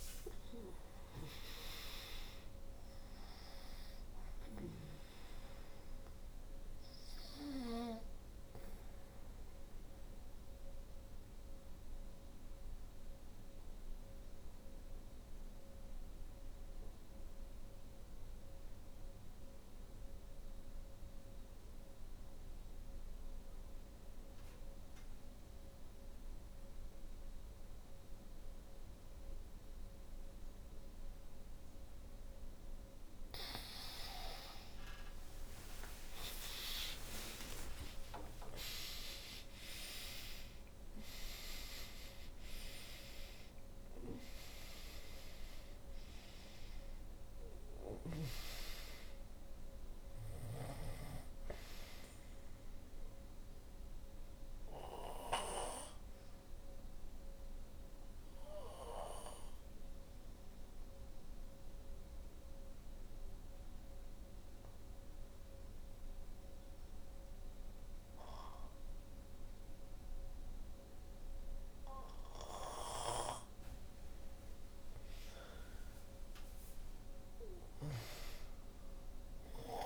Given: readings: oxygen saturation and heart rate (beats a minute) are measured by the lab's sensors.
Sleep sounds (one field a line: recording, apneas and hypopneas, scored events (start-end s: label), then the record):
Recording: breathing in sleep by a room microphone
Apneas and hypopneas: 2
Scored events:
0.00-29.50 s: oxygen desaturation (device-marked, oxygen 83% lowest, heart rate 52 extreme)
7.00-31.50 s: obstructive apnea (oxygen 97% before, 79% lowest, heart rate 65 before, 52 extreme, up 38 after)
33.50-38.50 s: arousal
37.50-74.50 s: oxygen desaturation (device-marked, oxygen 96% before, 79% lowest, heart rate 65 before, 52 extreme)
52.50-72.00 s: obstructive apnea (oxygen 96% before, 79% lowest, heart rate 77 before, 53 extreme, up 8 after)
74.00-78.00 s: arousal
From the record:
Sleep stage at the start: N2 (light sleep)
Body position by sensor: on the back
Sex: female